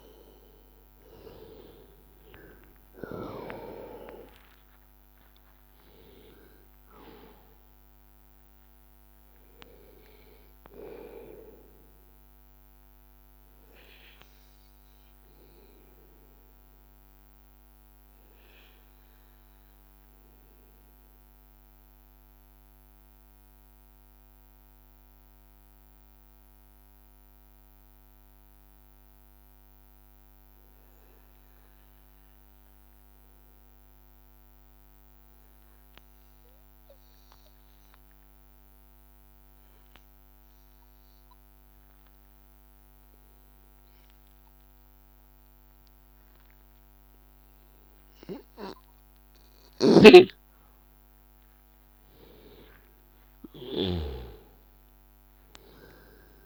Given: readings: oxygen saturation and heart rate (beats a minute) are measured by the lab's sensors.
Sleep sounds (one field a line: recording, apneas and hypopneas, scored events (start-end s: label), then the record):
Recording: breathing in sleep by a microphone on the trachea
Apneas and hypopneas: 1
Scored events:
0.00-20.50 s: oxygen desaturation (device-marked, oxygen 92% lowest, heart rate 83 extreme)
16.50-48.00 s: mixed apnea (oxygen 95% before, 94% lowest, heart rate 86 before, 82 extreme, up 0 after)
40.50-56.46 s: oxygen desaturation (device-marked, oxygen 99% before, 94% lowest, heart rate 84 before, 82 extreme)
50.50-54.50 s: arousal
From the record:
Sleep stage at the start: N2 (light sleep)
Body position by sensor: on the back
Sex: male